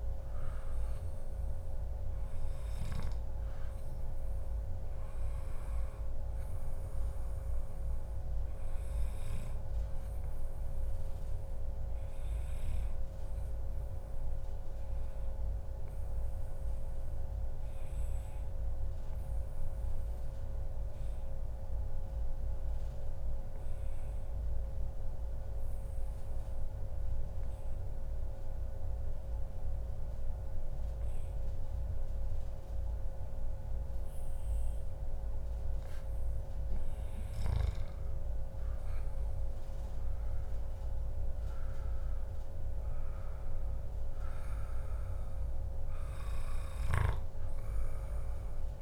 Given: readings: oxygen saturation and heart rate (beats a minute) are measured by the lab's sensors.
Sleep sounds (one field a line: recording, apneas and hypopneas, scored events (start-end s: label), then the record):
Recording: breathing in sleep, hard to hear, by a room microphone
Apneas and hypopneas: 1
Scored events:
0.00-1.50 s: long interval between heartbeats (device-marked, heart rate 122 extreme)
11.50-35.50 s: obstructive apnea (oxygen 98% before, 94% lowest, heart rate 131 before, 100 extreme, up 44 after)
25.50-27.50 s: long interval between heartbeats (device-marked, heart rate 141 before, 134 extreme)
27.50-29.50 s: long interval between heartbeats (device-marked, heart rate 143 before, 124 extreme)
37.50-41.00 s: arousal
From the record:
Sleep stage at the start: N2 (light sleep)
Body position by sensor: on the back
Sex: male